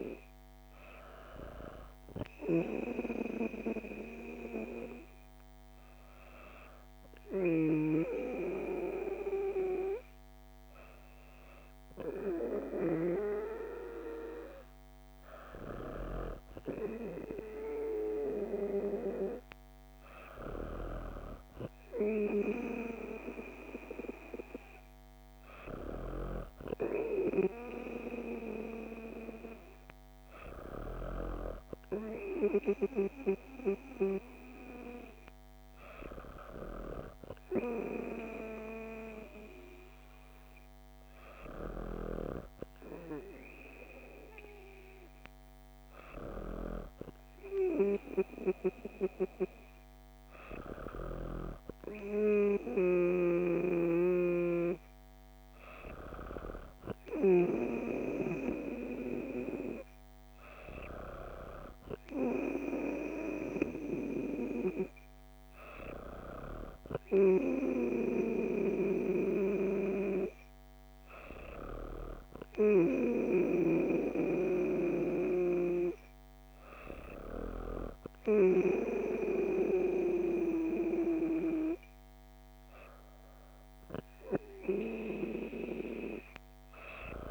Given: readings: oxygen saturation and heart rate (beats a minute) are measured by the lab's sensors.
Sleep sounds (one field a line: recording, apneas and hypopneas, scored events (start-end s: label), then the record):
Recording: breathing in sleep by a microphone on the trachea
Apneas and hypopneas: none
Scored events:
none scored
From the record:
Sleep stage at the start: N2 (light sleep)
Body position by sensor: on the back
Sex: female